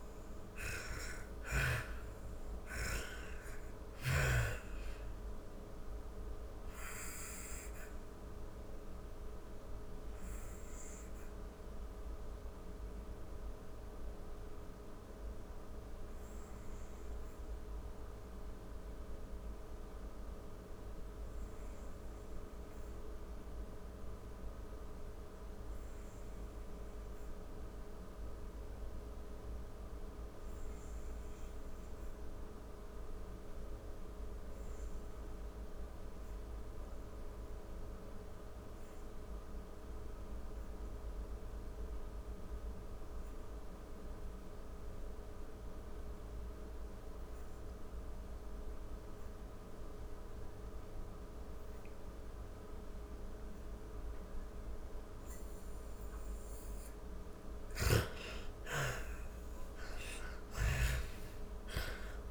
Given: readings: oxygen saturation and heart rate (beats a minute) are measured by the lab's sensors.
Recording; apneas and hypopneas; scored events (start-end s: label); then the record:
breathing in sleep by a room microphone; 1
0.00-1.00 s: arousal
0.00-2.50 s: snoring (device-marked)
0.00-28.00 s: oxygen desaturation (device-marked, oxygen 77% lowest)
5.00-54.50 s: obstructive apnea (oxygen 98% before, 74% lowest)
40.00-62.31 s: oxygen desaturation (device-marked, oxygen 98% before, 74% lowest)
57.50-62.00 s: arousal
From the record:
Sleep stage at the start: N2 (light sleep); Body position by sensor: on the back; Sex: female